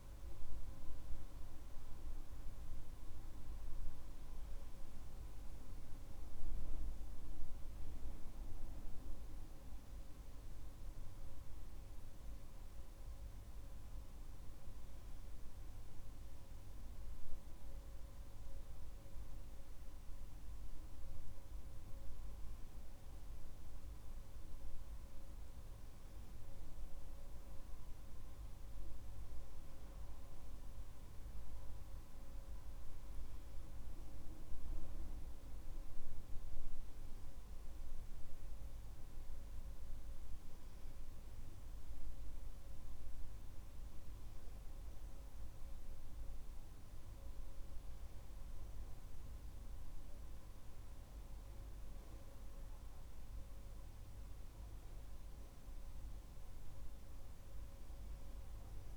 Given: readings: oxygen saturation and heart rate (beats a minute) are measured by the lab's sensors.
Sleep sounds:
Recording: breathing in sleep, hard to hear, by a room microphone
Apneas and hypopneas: none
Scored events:
3.00-58.97 s: new sleep stage, N2 (light sleep)
From the record:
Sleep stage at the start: N1 (lightest sleep)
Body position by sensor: on the back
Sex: male

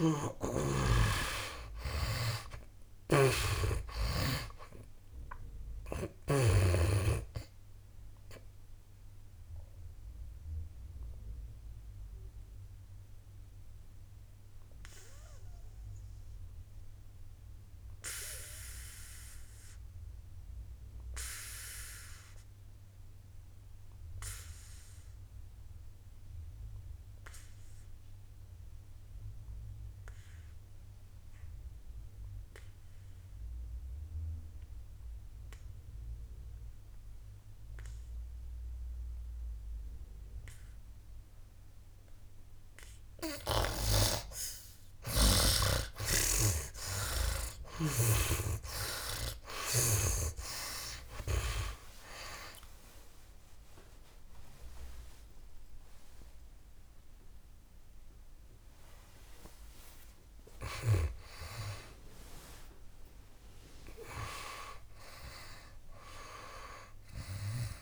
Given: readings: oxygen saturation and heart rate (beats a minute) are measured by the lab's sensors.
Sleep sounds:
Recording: breathing in sleep by a room microphone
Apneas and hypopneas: 1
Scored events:
0.00-6.50 s: snoring (device-marked)
0.00-34.00 s: oxygen desaturation (device-marked, oxygen 70% lowest, heart rate 58 extreme)
0.50-3.50 s: arousal
9.00-43.00 s: obstructive apnea (oxygen 98% before, 70% lowest, heart rate 68 before, 58 extreme, up 16 after)
36.00-67.82 s: oxygen desaturation (device-marked, oxygen 98% before, 71% lowest, heart rate 60 before, 59 extreme)
51.00-55.00 s: arousal
53.00-59.00 s: tachycardia (device-marked, heart rate 66 before, 113 extreme)
56.50-58.50 s: long interval between heartbeats (device-marked, heart rate 69 before, 109 extreme)
From the record:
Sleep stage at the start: N2 (light sleep)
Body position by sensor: on the back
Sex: male

